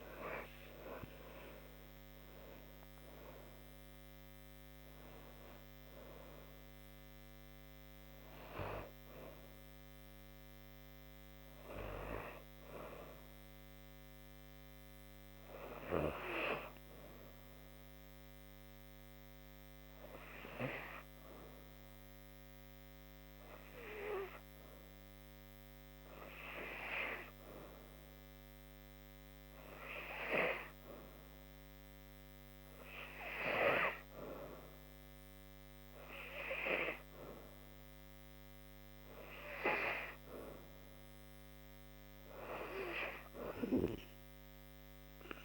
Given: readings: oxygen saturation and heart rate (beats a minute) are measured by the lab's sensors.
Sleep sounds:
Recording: breathing in sleep by a microphone on the trachea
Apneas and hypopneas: 1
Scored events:
13.00-41.00 s: hypopnea (oxygen 96% before, 92% lowest, heart rate 79 before, 68 extreme, up 3 after)
32.00-45.45 s: oxygen desaturation (device-marked, oxygen 98% before, 92% lowest, heart rate 71 before, 67 extreme)
From the record:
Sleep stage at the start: N2 (light sleep)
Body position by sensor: on the back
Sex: female

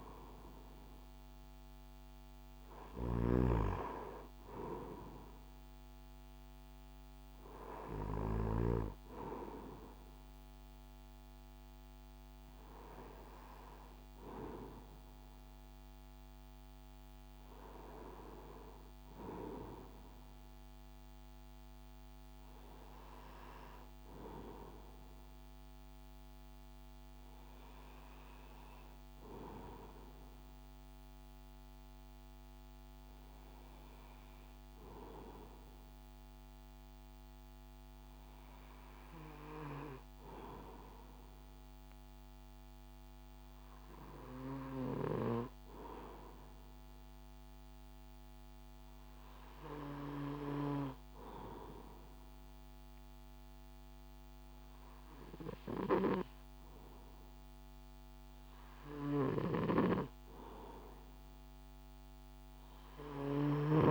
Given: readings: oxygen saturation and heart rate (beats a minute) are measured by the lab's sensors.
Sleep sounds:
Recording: breathing in sleep by a microphone on the trachea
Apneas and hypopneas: none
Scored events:
0.00-8.50 s: snoring (device-marked)
13.00-63.91 s: new sleep stage, REM sleep
59.50-63.91 s: snoring (device-marked)
From the record:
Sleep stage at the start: N2 (light sleep)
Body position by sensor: on the right side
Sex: male

